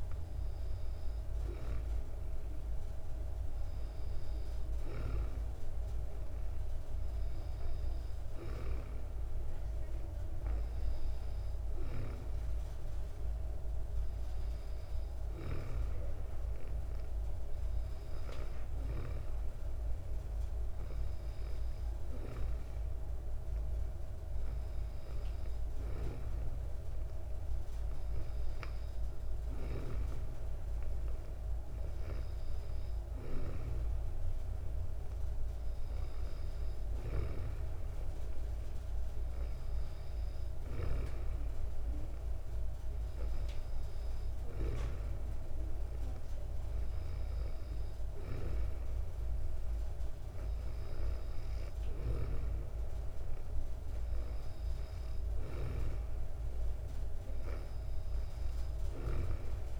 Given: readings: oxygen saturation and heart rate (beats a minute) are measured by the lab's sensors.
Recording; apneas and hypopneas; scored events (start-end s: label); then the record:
breathing in sleep by a room microphone; none
none scored
From the record:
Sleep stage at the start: N2 (light sleep); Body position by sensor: on the back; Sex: female